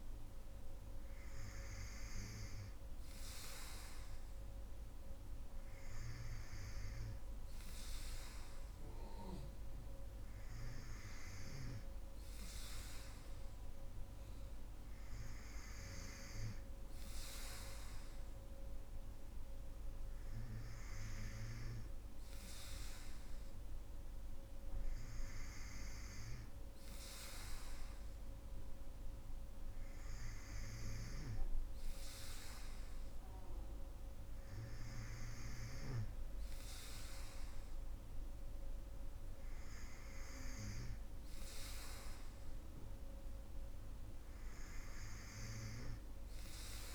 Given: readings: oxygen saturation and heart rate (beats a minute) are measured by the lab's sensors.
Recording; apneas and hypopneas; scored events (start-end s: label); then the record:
breathing in sleep by a room microphone; none
39.50-46.95 s: new sleep stage, N3 (deep sleep)
From the record:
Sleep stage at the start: N2 (light sleep); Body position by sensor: on the right side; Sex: female